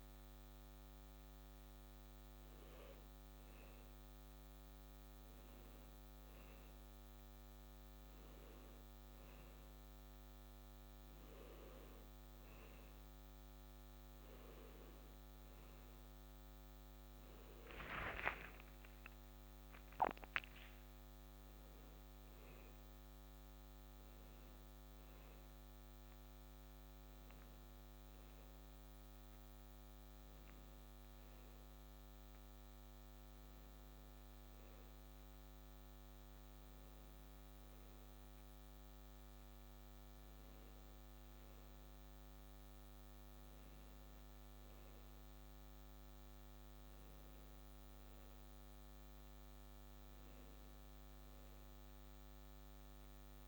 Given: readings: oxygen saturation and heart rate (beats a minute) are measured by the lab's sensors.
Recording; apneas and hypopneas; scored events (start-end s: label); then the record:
breathing in sleep, hard to hear, by a microphone on the trachea; none
17.50-22.00 s: arousal
From the record:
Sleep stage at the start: N1 (lightest sleep); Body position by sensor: on the back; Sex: male